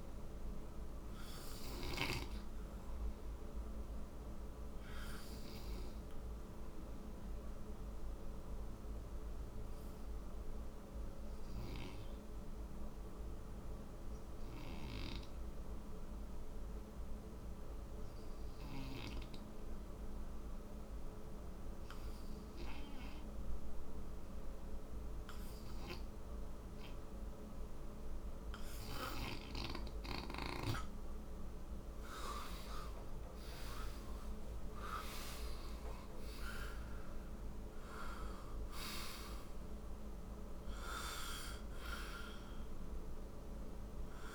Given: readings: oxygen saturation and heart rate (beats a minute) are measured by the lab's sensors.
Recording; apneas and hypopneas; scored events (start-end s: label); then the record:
breathing in sleep by a room microphone; 1
0.00-1.50 s: snoring (device-marked)
5.50-28.00 s: obstructive apnea (oxygen 96% before, 89% lowest, heart rate 71 before, 50 extreme, up 31 after)
29.50-34.50 s: snoring (device-marked)
29.50-44.35 s: oxygen desaturation (device-marked, oxygen 98% before, 89% lowest, heart rate 57 before, 50 extreme)
31.00-35.00 s: arousal
From the record:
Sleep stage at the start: N2 (light sleep); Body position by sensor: on the right side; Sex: male